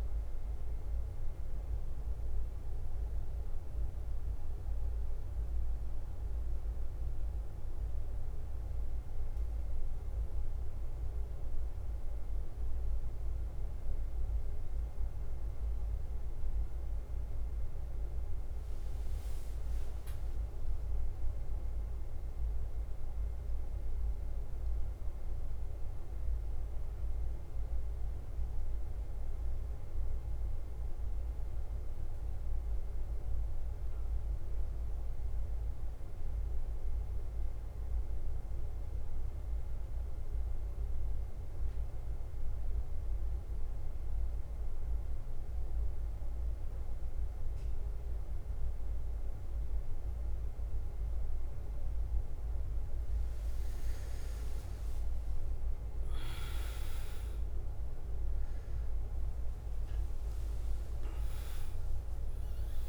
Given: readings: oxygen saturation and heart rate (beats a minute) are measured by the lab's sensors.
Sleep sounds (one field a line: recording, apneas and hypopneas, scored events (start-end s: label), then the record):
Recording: breathing in sleep, hard to hear, by a room microphone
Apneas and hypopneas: 2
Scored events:
0.00-4.50 s: oxygen desaturation (device-marked, oxygen 92% lowest, heart rate 49 extreme)
0.00-8.50 s: bradycardia (device-marked, heart rate 52 extreme)
2.50-15.50 s: hypopnea (oxygen 99% before, 90% lowest, heart rate 57 before, 49 extreme, up 6 after)
10.50-22.50 s: oxygen desaturation (device-marked, oxygen 93% before, 90% lowest, heart rate 55 before, 48 extreme)
12.00-14.00 s: long interval between heartbeats (device-marked, heart rate 55 before, 64 extreme)
12.50-62.89 s: bradycardia (device-marked, heart rate 52 before, 47 extreme)
16.50-20.00 s: arousal
34.00-52.50 s: mixed apnea (oxygen 100% before, 92% lowest, heart rate 55 before, 48 extreme, up 6 after)
48.50-62.89 s: oxygen desaturation (device-marked, oxygen 99% before, 93% lowest, heart rate 51 before, 50 extreme)
53.50-56.50 s: arousal
54.50-62.89 s: new sleep stage, N1 (lightest sleep)
From the record:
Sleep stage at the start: N2 (light sleep)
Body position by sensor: on the back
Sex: male